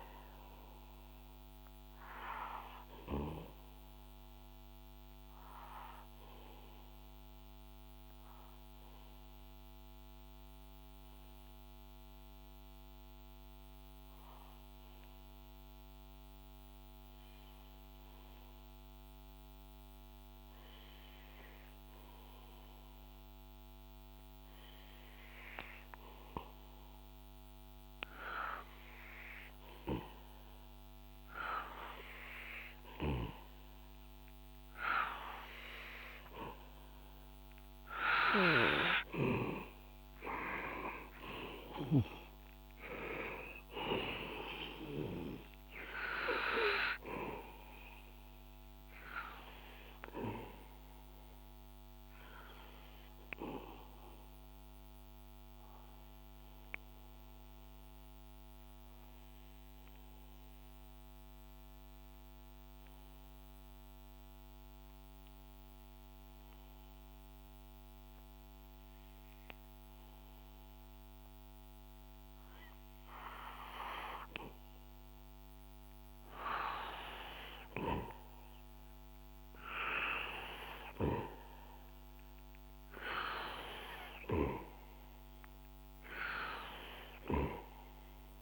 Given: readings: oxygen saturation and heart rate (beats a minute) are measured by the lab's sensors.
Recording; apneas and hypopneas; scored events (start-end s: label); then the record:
breathing in sleep by a microphone on the trachea; 2
0.00-18.50 s: oxygen desaturation (device-marked, oxygen 90% lowest, heart rate 59 extreme)
1.50-37.00 s: obstructive apnea (oxygen 99% before, 90% lowest, heart rate 67 before, 59 extreme, up 9 after)
33.50-66.50 s: oxygen desaturation (device-marked, oxygen 97% before, 90% lowest, heart rate 63 before, 62 extreme)
39.00-43.50 s: arousal
51.00-74.50 s: obstructive apnea (oxygen 97% before, 90% lowest, heart rate 69 before, 62 extreme, up 2 after)
76.50-80.00 s: arousal
From the record:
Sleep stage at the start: N2 (light sleep); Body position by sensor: on the back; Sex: male